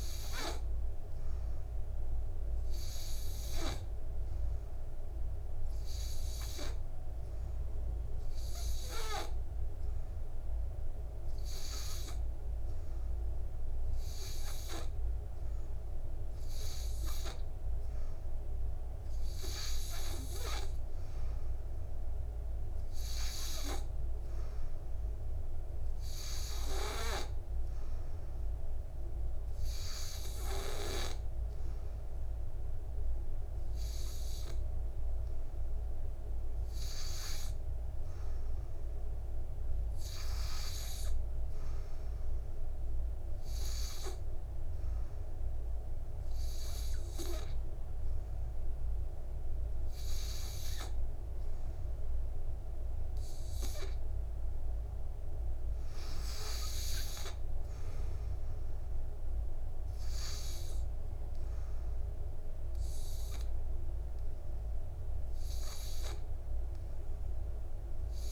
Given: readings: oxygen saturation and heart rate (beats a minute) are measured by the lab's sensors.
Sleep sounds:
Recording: breathing in sleep by a room microphone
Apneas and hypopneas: none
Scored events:
none scored
From the record:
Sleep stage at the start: N2 (light sleep)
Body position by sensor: on the back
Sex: male

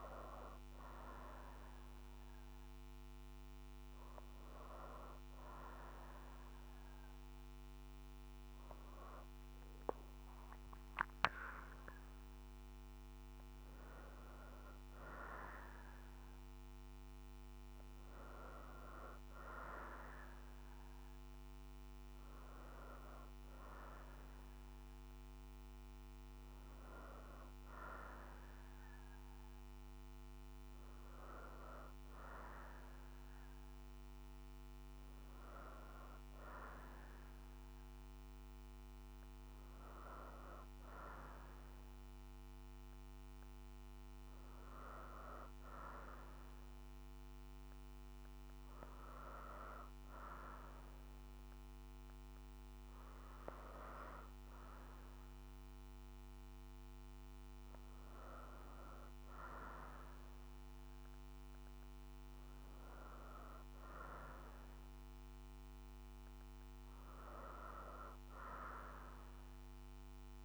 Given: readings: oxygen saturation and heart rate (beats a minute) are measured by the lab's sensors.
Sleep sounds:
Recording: breathing in sleep by a microphone on the trachea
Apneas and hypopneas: none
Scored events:
66.50-70.00 s: arousal
From the record:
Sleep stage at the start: N2 (light sleep)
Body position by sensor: on the back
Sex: female

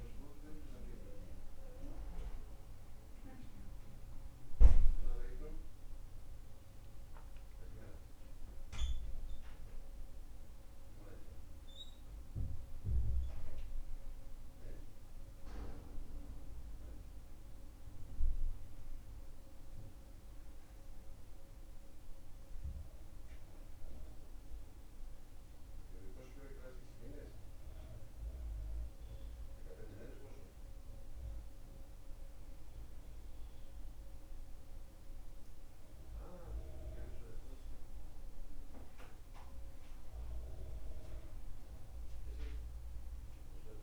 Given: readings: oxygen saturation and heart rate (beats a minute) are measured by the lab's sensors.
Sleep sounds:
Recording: a person partly awake in a sleep study, by a room microphone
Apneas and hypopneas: none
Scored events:
30.00-43.83 s: new sleep stage, awake
From the record:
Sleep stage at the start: N1 (lightest sleep)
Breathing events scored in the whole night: 72 in 3.9 hours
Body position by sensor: on the back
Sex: male

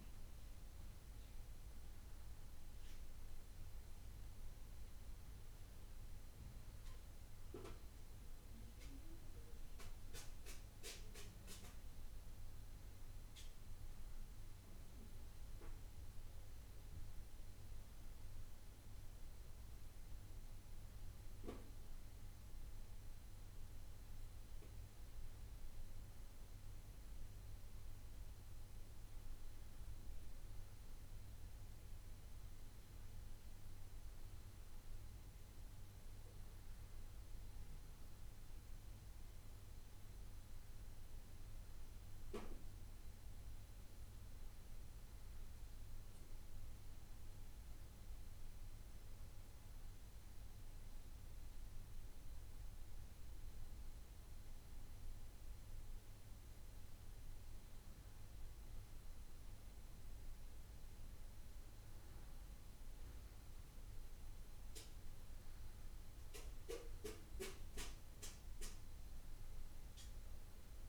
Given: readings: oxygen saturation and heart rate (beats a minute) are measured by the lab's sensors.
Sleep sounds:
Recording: breathing in sleep by a room microphone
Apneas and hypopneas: 1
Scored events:
28.00-32.00 s: arousal
47.00-58.00 s: hypopnea (oxygen 95% before, 93% lowest, heart rate 72 before, 67 extreme, up 4 after)
58.50-62.50 s: arousal
From the record:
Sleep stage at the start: N2 (light sleep)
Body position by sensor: on the back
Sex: male

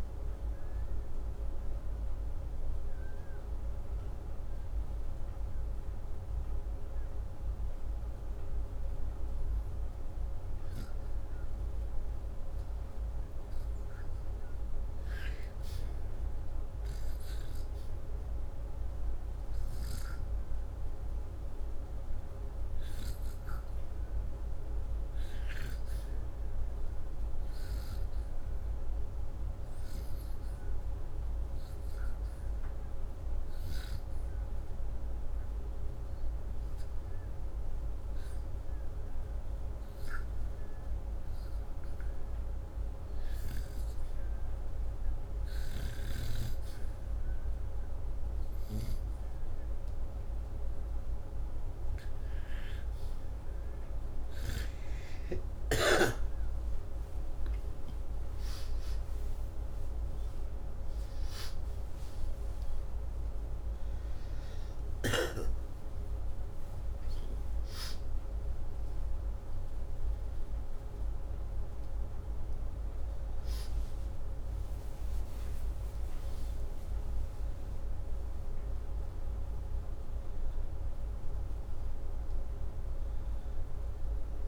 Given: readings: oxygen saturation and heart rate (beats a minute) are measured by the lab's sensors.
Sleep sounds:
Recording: breathing in sleep, hard to hear, by a room microphone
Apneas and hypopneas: 2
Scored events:
3.50-13.50 s: hypopnea (oxygen 98% before, 89% lowest, heart rate 76 before, 77 extreme, up 1 after)
16.00-20.00 s: arousal
32.50-48.50 s: oxygen desaturation (device-marked, oxygen 95% before, 89% lowest, heart rate 80 before, 83 extreme)
33.00-44.00 s: hypopnea (oxygen 96% before, 89% lowest, heart rate 80 before, 83 extreme, up 0 after)
64.50-84.48 s: new sleep stage, awake
From the record:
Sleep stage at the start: REM sleep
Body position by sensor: upright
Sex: male

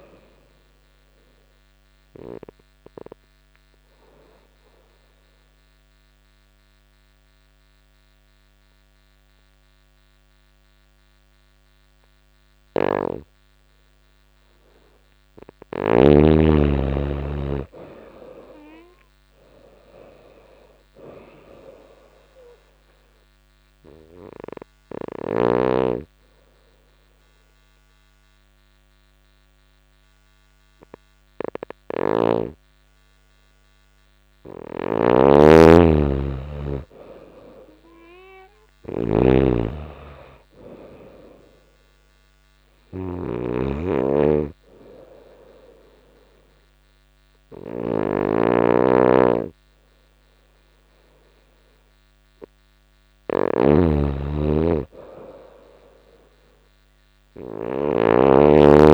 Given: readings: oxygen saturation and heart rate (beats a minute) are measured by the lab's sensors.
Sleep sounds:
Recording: breathing in sleep by a microphone on the trachea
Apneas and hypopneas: 3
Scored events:
0.00-16.00 s: oxygen desaturation (device-marked, oxygen 92% lowest, heart rate 86 extreme)
0.50-14.00 s: obstructive apnea (oxygen 98% before, 90% lowest, heart rate 87 before, 86 extreme, up 4 after)
16.00-19.50 s: arousal
18.00-36.00 s: oxygen desaturation (device-marked, oxygen 98% before, 90% lowest, heart rate 88 before, 86 extreme)
22.00-33.50 s: obstructive apnea (oxygen 98% before, 89% lowest, heart rate 88 before, 86 extreme, up 1 after)
31.00-58.94 s: snoring (device-marked)
35.50-39.50 s: arousal
43.00-53.00 s: obstructive apnea (oxygen 98% before, 89% lowest, heart rate 89 before, 86 extreme, up 1 after)
46.00-58.00 s: oxygen desaturation (device-marked, oxygen 97% before, 91% lowest, heart rate 89 before, 86 extreme)
54.50-57.00 s: arousal
From the record:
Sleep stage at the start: N2 (light sleep)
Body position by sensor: on the right side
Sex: female

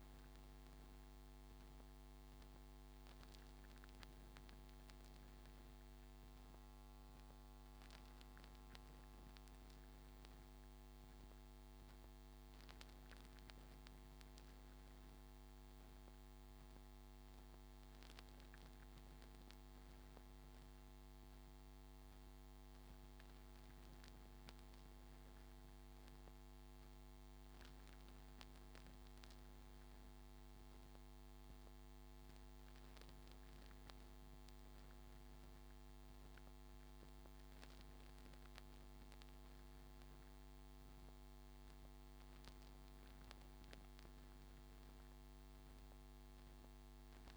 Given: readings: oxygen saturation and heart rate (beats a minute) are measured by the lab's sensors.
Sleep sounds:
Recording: breathing in sleep, hard to hear, by a microphone on the trachea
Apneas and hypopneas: none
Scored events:
none scored
From the record:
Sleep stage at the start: N3 (deep sleep)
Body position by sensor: on the front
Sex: male

